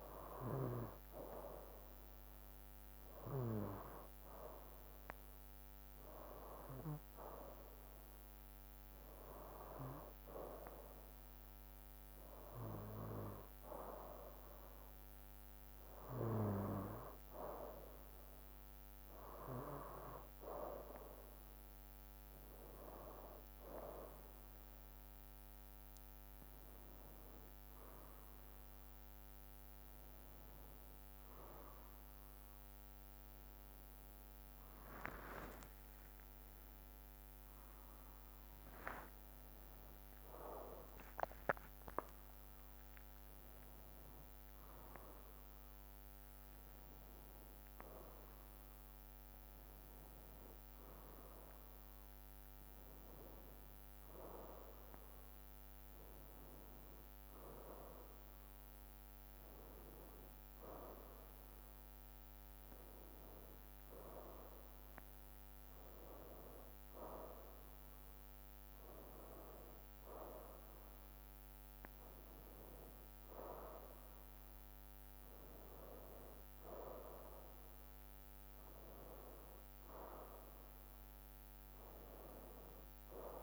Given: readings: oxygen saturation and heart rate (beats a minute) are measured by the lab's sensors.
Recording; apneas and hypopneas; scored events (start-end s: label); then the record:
a person partly awake in a sleep study, by a microphone on the trachea; none
18.00-48.00 s: new sleep stage, awake
22.00-30.00 s: bradycardia (device-marked, heart rate 65 before, 54 extreme)
33.00-44.00 s: drop in pulse transit time (device-marked, heart rate 61 before, 61 extreme)
35.50-37.50 s: long interval between heartbeats (device-marked, heart rate 61 before, 72 extreme)
48.00-83.43 s: new sleep stage, N1 (lightest sleep)
From the record:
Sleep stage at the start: N2 (light sleep); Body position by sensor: on the right side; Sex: male